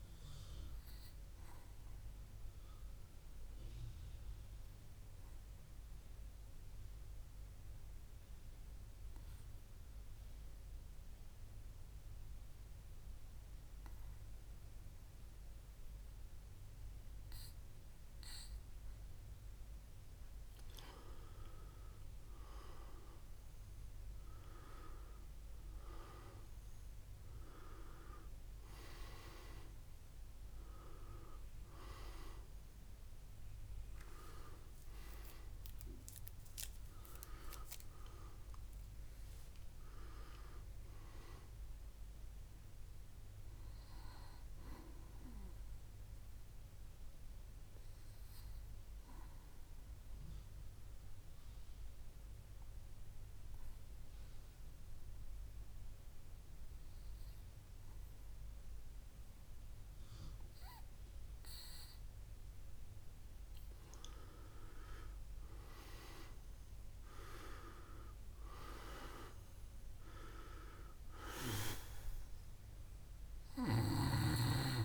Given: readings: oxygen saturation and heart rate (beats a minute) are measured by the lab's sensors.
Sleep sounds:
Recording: breathing in sleep by a room microphone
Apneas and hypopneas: 2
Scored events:
0.00-22.00 s: oxygen desaturation (device-marked, oxygen 88% lowest, heart rate 57 extreme)
1.00-19.50 s: obstructive apnea (oxygen 97% before, 88% lowest, heart rate 69 before, 59 extreme, up 3 after)
22.50-28.50 s: arousal
37.00-55.00 s: oxygen desaturation (device-marked, oxygen 97% before, 90% lowest, heart rate 66 before, 59 extreme)
47.50-64.00 s: obstructive apnea (oxygen 99% before, 91% lowest, heart rate 68 before, 60 extreme, up 6 after)
66.50-70.00 s: arousal
70.00-74.85 s: oxygen desaturation (device-marked, oxygen 98% before, 92% lowest, heart rate 63 before, 59 extreme)
From the record:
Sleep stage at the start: N2 (light sleep)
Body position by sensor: on the back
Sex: male

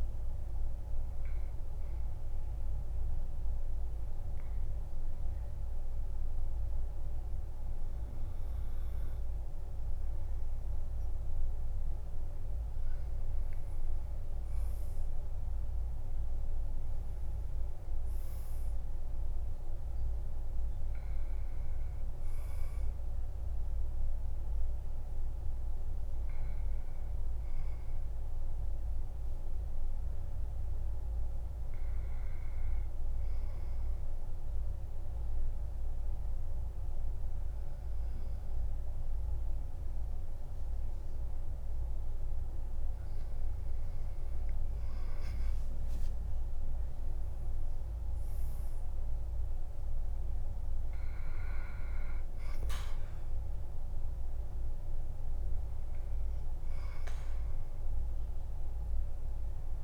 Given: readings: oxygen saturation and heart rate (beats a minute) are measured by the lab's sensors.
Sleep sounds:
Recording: breathing in sleep, hard to hear, by a room microphone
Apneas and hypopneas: 2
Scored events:
2.00-13.50 s: obstructive apnea (oxygen 96% before, 94% lowest, heart rate 56 before, 50 extreme, up 11 after)
15.50-18.50 s: arousal
30.50-43.50 s: obstructive apnea (oxygen 96% before, 87% lowest, heart rate 56 before, 48 extreme, up 11 after)
46.50-50.00 s: arousal
From the record:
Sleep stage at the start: N2 (light sleep)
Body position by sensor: on the back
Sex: male

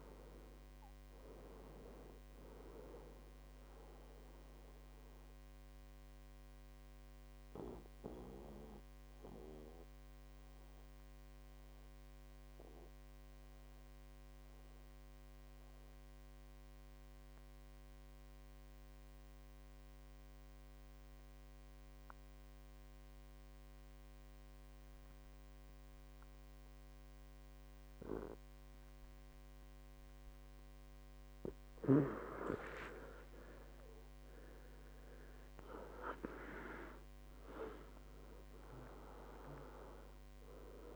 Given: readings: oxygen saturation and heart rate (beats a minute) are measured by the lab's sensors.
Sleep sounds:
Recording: breathing in sleep by a microphone on the trachea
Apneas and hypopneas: 1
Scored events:
0.00-18.00 s: oxygen desaturation (device-marked, oxygen 91% lowest, heart rate 58 extreme)
5.00-32.00 s: mixed apnea (oxygen 98% before, 91% lowest, heart rate 70 before, 58 extreme, up 20 after)
33.50-37.50 s: arousal
34.00-40.96 s: oxygen desaturation (device-marked, oxygen 98% before, 91% lowest, heart rate 60 before, 59 extreme)
From the record:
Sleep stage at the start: N2 (light sleep)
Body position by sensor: on the back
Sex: male

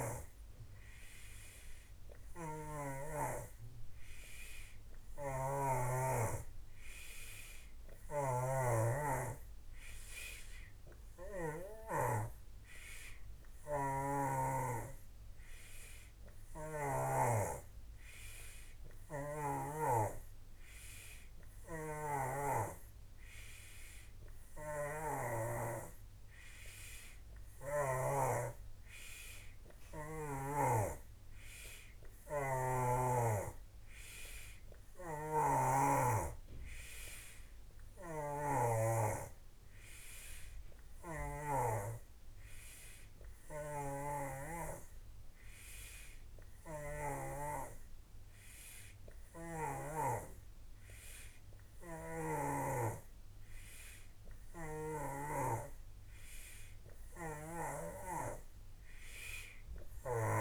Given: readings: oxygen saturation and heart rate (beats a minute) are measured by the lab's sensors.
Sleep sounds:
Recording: breathing in sleep by a room microphone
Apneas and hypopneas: none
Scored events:
0.00-3.00 s: snoring (device-marked)
5.00-11.50 s: snoring (device-marked)
13.50-17.00 s: snoring (device-marked)
21.50-28.00 s: snoring (device-marked)
35.00-41.50 s: snoring (device-marked)
43.50-50.00 s: snoring (device-marked)
57.00-60.41 s: snoring (device-marked)
From the record:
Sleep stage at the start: N3 (deep sleep)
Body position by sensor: on the back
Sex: male

